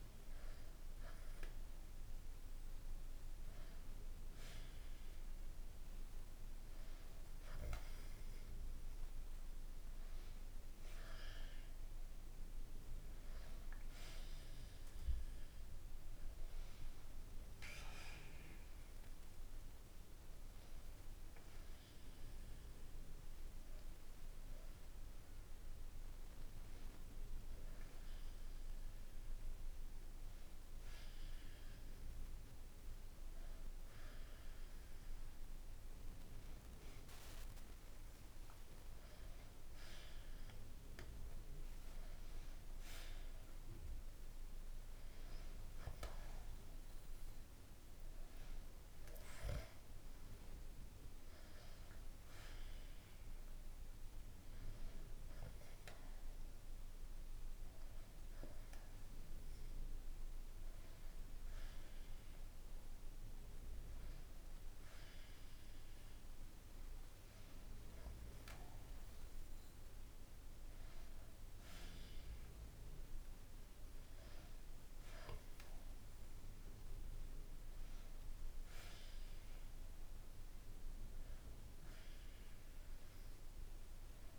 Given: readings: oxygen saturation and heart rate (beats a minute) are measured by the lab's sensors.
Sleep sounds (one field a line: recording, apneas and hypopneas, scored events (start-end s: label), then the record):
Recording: breathing in sleep by a room microphone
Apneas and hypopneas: none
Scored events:
none scored
From the record:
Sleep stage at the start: N1 (lightest sleep)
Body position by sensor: on the back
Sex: male